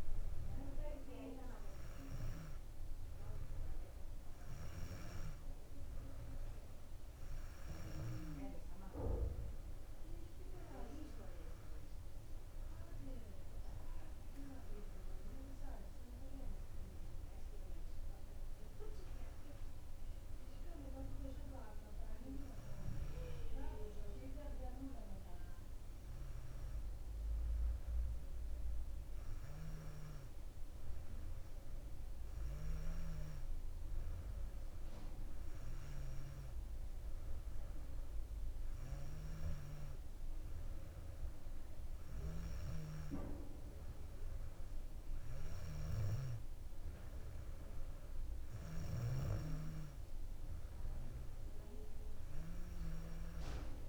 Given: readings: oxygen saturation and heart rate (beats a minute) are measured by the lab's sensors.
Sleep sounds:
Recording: breathing in sleep by a room microphone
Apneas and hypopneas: none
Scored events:
none scored
From the record:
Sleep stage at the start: N2 (light sleep)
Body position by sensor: on the back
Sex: female

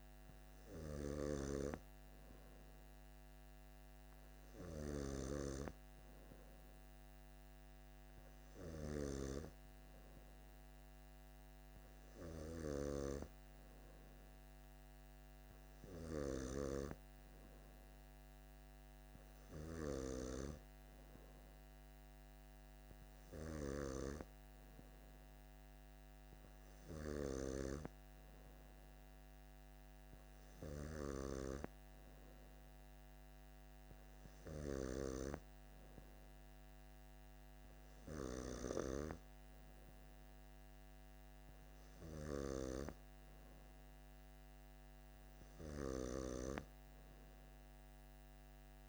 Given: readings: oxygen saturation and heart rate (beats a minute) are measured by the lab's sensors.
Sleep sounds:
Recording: breathing in sleep by a microphone on the trachea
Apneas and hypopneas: none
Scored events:
none scored
From the record:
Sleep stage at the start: N2 (light sleep)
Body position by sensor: on the back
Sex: male

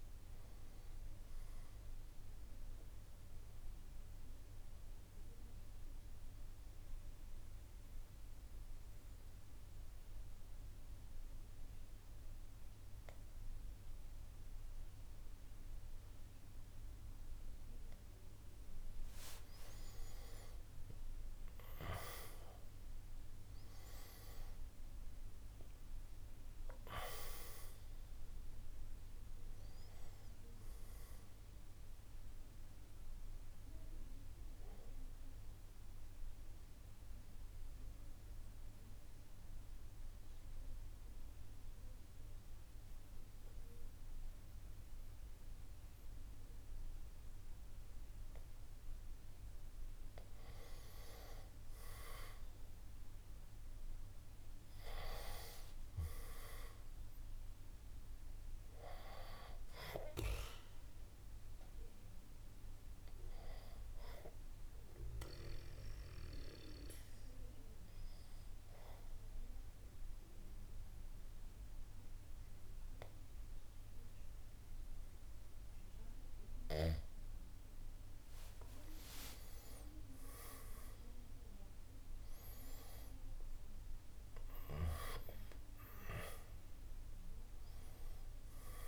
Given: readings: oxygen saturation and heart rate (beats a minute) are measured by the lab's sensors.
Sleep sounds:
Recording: breathing in sleep by a room microphone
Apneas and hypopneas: 3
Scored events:
3.50-18.50 s: obstructive apnea (oxygen 97% before, 90% lowest, heart rate 62 before, 54 extreme, up 15 after)
5.00-20.00 s: oxygen desaturation (device-marked, oxygen 97% before, 92% lowest, heart rate 63 before, 54 extreme)
21.50-26.50 s: arousal
23.00-36.00 s: drop in pulse transit time (device-marked, heart rate 60 before, 64 extreme)
27.00-49.00 s: oxygen desaturation (device-marked, oxygen 97% before, 90% lowest, heart rate 61 before, 58 extreme)
35.50-50.50 s: mixed apnea (oxygen 97% before, 90% lowest, heart rate 66 before, 58 extreme, up 6 after)
52.00-55.50 s: arousal
63.00-77.00 s: obstructive apnea (oxygen 97% before, 89% lowest, heart rate 63 before, 58 extreme, up 9 after)
63.00-78.00 s: oxygen desaturation (device-marked, oxygen 97% before, 91% lowest, heart rate 63 before, 58 extreme)
79.00-83.00 s: arousal
81.00-88.88 s: drop in pulse transit time (device-marked, heart rate 61 before, 63 extreme)
85.00-88.88 s: oxygen desaturation (device-marked, oxygen 96% before, 90% lowest, heart rate 61 before, 58 extreme)
From the record:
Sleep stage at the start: N2 (light sleep)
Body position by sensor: on the back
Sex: male

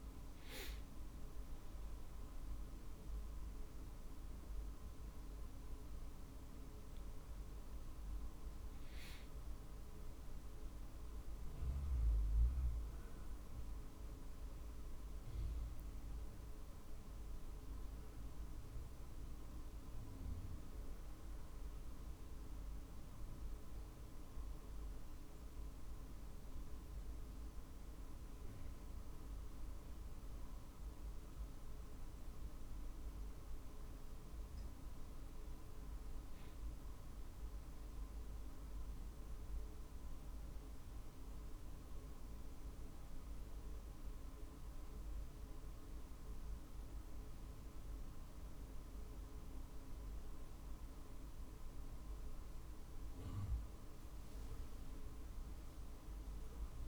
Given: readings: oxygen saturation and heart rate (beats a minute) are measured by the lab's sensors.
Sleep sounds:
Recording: a person awake in a sleep study, hard to hear, by a room microphone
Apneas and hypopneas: none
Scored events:
2.00-6.50 s: arousal
From the record:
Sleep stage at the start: awake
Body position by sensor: on the back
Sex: male

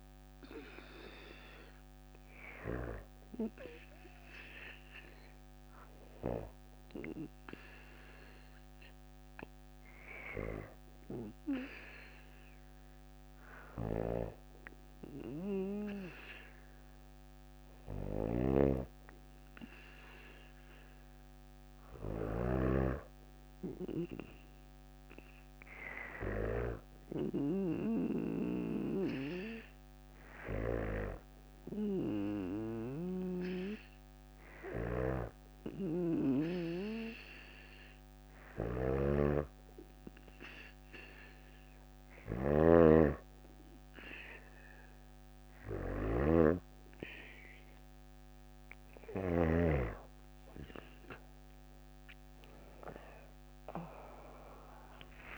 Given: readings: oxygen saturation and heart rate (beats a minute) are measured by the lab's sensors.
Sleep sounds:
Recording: breathing in sleep by a microphone on the trachea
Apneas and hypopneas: 1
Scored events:
17.50-35.50 s: snoring (device-marked)
30.50-44.50 s: hypopnea (oxygen 96% before, 93% lowest, heart rate 60 before, 57 extreme, up 3 after)
37.50-49.00 s: snoring (device-marked)
50.50-54.50 s: arousal
From the record:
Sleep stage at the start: N2 (light sleep)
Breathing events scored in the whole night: 224 in 4.0 hours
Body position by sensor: on the back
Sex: female

